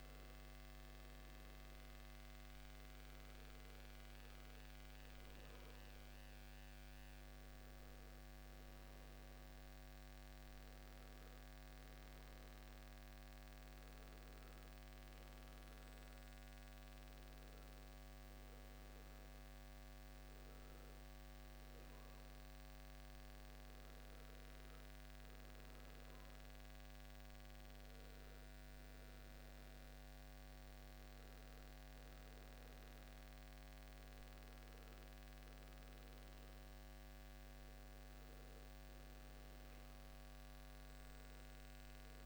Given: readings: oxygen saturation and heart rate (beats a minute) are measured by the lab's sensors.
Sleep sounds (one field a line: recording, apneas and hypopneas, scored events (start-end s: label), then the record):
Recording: a person awake in a sleep study, hard to hear, by a microphone on the trachea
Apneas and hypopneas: none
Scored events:
none scored
From the record:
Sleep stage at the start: awake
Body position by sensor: on the back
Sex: male